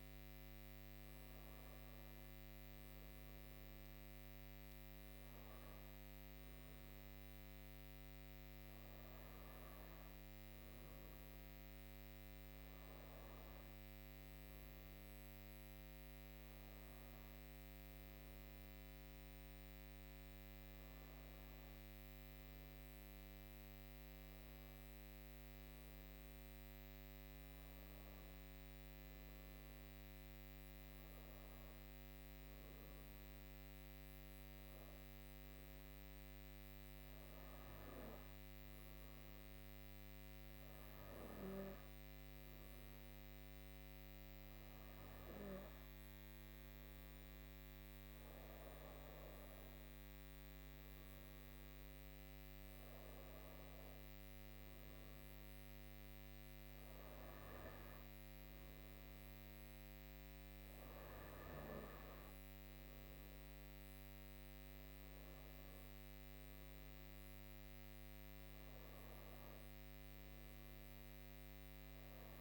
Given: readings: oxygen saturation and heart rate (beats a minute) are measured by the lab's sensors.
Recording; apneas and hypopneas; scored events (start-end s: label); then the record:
breathing in sleep, hard to hear, by a microphone on the trachea; none
none scored
From the record:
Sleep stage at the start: N2 (light sleep); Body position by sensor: on the right side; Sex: female